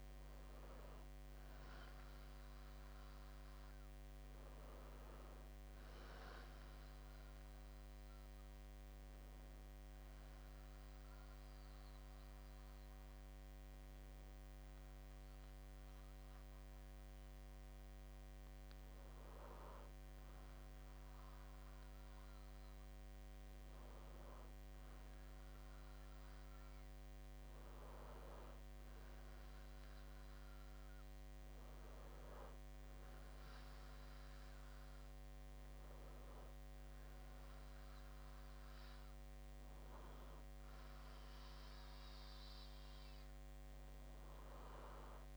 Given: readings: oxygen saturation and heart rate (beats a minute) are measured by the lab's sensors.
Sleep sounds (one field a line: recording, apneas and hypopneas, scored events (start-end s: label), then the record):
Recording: breathing in sleep, hard to hear, by a microphone on the trachea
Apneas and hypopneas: 1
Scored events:
0.00-2.50 s: arousal
7.50-19.00 s: hypopnea (oxygen 97% before, 95% lowest, heart rate 66 before, 66 extreme, up 1 after)
22.00-24.50 s: arousal
From the record:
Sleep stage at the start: N2 (light sleep)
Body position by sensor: on the back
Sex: male